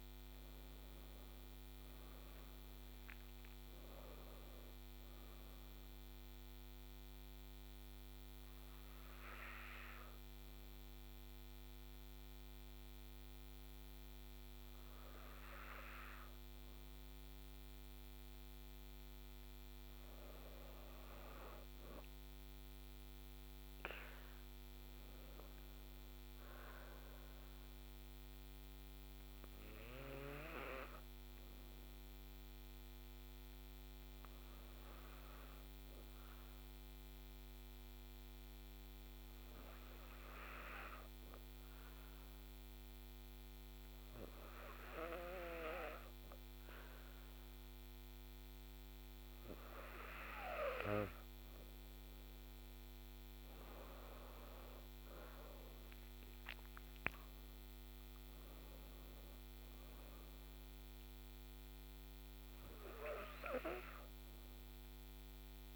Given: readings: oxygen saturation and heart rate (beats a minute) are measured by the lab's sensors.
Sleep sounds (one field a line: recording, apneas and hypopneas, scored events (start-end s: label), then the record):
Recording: breathing in sleep by a microphone on the trachea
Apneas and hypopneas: 1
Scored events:
0.00-2.50 s: arousal
7.00-19.50 s: hypopnea (oxygen 98% before, 94% lowest, heart rate 71 before, 55 extreme, up 6 after)
27.00-30.50 s: arousal
56.00-60.50 s: arousal
From the record:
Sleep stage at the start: N2 (light sleep)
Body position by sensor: on the back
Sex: female